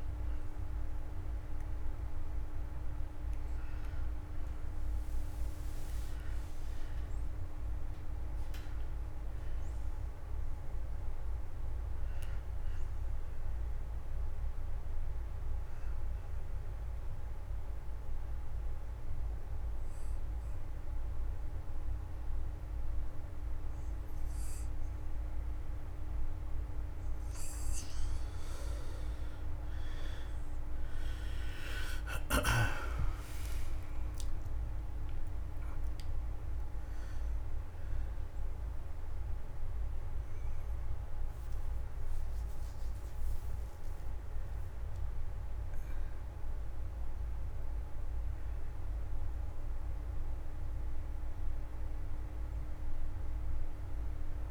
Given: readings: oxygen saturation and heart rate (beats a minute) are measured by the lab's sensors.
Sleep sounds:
breathing in sleep, hard to hear, by a room microphone; 1
0.00-2.00 s: oxygen desaturation (device-marked, oxygen 91% lowest, heart rate 77 extreme)
14.00-26.50 s: obstructive apnea (oxygen 95% before, 84% lowest, heart rate 132 before, 78 extreme, up 52 after)
29.00-54.50 s: oxygen desaturation (device-marked, oxygen 95% before, 84% lowest, heart rate 106 before, 25 extreme)
30.00-34.50 s: arousal
From the record:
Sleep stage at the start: N2 (light sleep); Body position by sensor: on the back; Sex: male

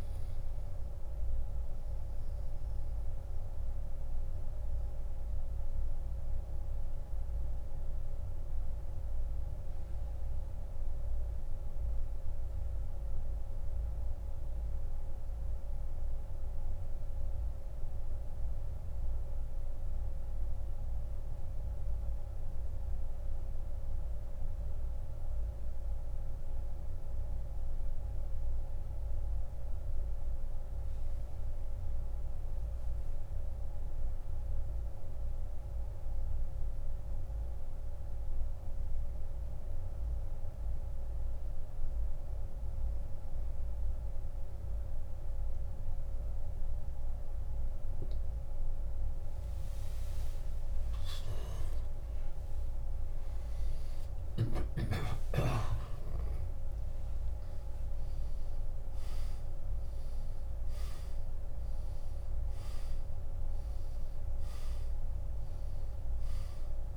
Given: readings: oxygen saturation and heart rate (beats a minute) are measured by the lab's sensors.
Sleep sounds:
breathing in sleep, hard to hear, by a room microphone; 1
0.00-35.50 s: oxygen desaturation (device-marked, oxygen 86% lowest)
1.50-47.50 s: mixed apnea (oxygen 98% before, 85% lowest)
50.00-55.50 s: arousal
60.50-66.97 s: oxygen desaturation (device-marked, oxygen 97% before, 92% lowest)
From the record:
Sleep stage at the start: N2 (light sleep); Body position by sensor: on the back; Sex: male

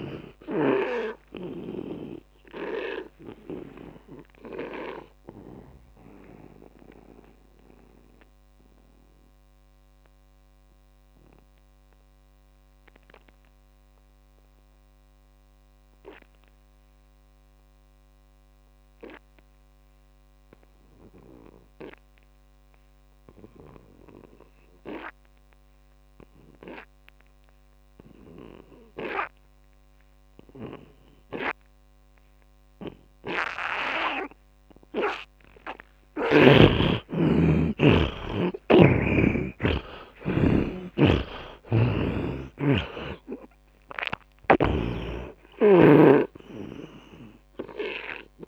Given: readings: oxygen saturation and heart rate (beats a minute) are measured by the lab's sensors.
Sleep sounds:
breathing in sleep by a microphone on the trachea; 1
0.00-20.50 s: oxygen desaturation (device-marked, oxygen 76% lowest)
3.50-34.50 s: mixed apnea (oxygen 100% before, 76% lowest)
29.50-48.48 s: oxygen desaturation (device-marked, oxygen 100% before, 76% lowest)
37.00-40.50 s: arousal
39.00-42.50 s: snoring (device-marked)
From the record:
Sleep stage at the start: N2 (light sleep); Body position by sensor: on the back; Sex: male

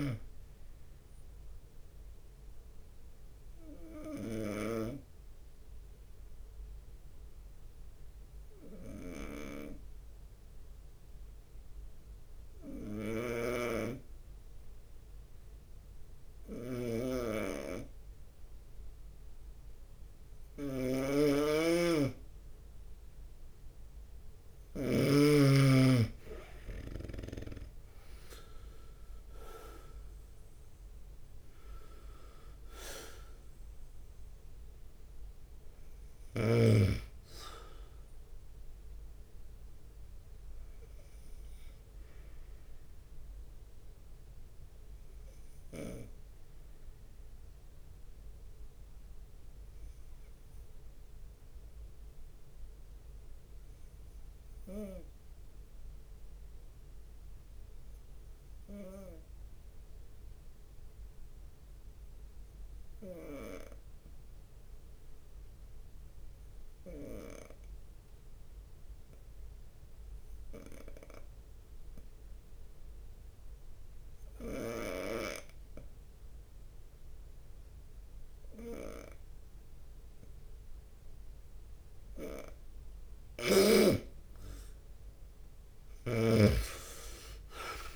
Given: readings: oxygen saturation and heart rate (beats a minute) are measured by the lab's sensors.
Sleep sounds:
breathing in sleep by a room microphone; 2
0.00-66.50 s: bradycardia (device-marked)
1.00-22.00 s: obstructive apnea (oxygen 97% before, 91% lowest)
2.50-4.50 s: long interval between heartbeats (device-marked)
12.50-14.50 s: long interval between heartbeats (device-marked)
13.50-25.50 s: snoring (device-marked)
18.50-54.50 s: oxygen desaturation (device-marked, oxygen 98% before, 91% lowest)
25.00-29.50 s: arousal
26.00-28.00 s: long interval between heartbeats (device-marked)
39.50-42.00 s: leg movement (device-marked)
44.00-46.00 s: long interval between heartbeats (device-marked)
48.00-83.00 s: obstructive apnea (oxygen 96% before, 89% lowest)
61.00-62.50 s: leg movement (device-marked)
69.00-71.00 s: long interval between heartbeats (device-marked)
72.00-75.00 s: leg movement (device-marked)
75.50-85.50 s: drop in pulse transit time (device-marked)
76.00-79.50 s: leg movement (device-marked)
76.50-87.96 s: bradycardia (device-marked)
76.50-87.96 s: oxygen desaturation (device-marked, oxygen 98% before, 89% lowest)
From the record:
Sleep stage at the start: N2 (light sleep); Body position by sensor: on the right side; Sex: male

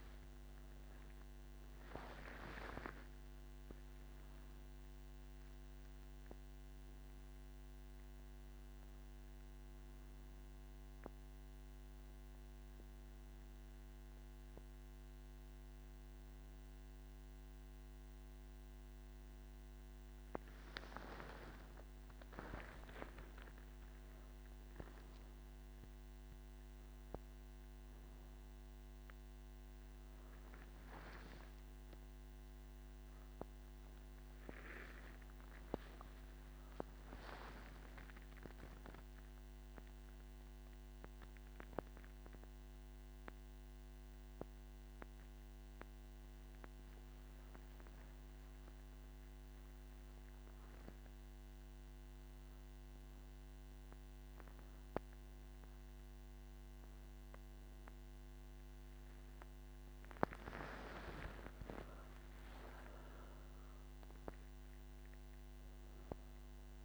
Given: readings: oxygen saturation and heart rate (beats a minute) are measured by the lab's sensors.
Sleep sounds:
breathing in sleep by a microphone on the trachea; 1
10.00-66.85 s: new sleep stage, N2 (light sleep)
31.00-44.00 s: oxygen desaturation (device-marked, oxygen 96% before, 91% lowest)
49.00-59.00 s: hypopnea (oxygen 96% before, 93% lowest)
From the record:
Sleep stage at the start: N3 (deep sleep); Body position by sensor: on the back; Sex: female

